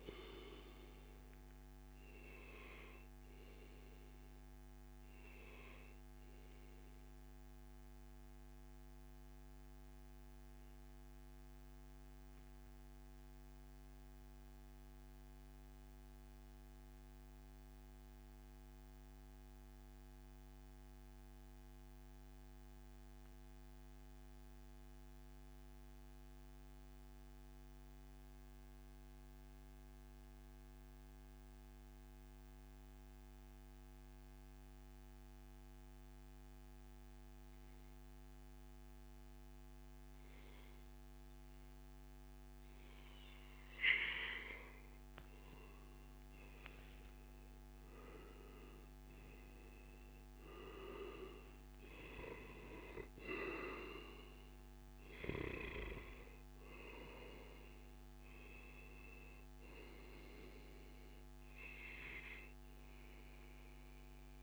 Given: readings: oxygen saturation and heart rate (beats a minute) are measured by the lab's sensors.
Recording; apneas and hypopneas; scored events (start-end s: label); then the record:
breathing in sleep by a microphone on the trachea; 1
0.00-5.00 s: oxygen desaturation (device-marked, oxygen 93% lowest, heart rate 73 extreme)
3.00-42.00 s: mixed apnea (oxygen 97% before, 92% lowest, heart rate 141 before, 73 extreme, up 39 after)
35.50-37.50 s: long interval between heartbeats (device-marked, heart rate 109 before, 108 extreme)
40.00-61.00 s: oxygen desaturation (device-marked, oxygen 98% before, 92% lowest, heart rate 102 before, 126 extreme)
44.50-49.50 s: arousal
From the record:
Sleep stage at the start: N2 (light sleep); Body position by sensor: on the back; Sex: male